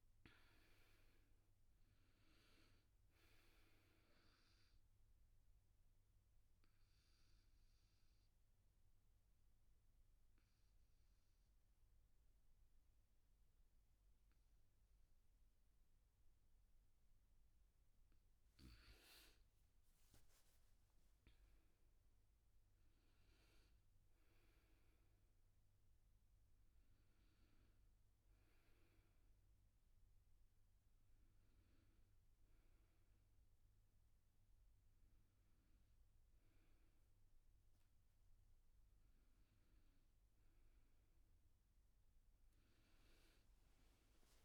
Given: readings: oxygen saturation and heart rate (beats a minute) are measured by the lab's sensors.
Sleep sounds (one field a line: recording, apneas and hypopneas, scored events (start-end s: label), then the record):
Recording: breathing in sleep, hard to hear, by a room microphone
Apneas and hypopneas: 1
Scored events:
0.00-16.50 s: oxygen desaturation (device-marked, oxygen 84% lowest, heart rate 75 extreme)
4.50-18.00 s: obstructive apnea (oxygen 99% before, 84% lowest, heart rate 80 before, 75 extreme, up 19 after)
19.50-23.00 s: arousal
25.50-38.50 s: oxygen desaturation (device-marked, oxygen 99% before, 92% lowest, heart rate 82 before, 80 extreme)
From the record:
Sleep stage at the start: N2 (light sleep)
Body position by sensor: on the back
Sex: male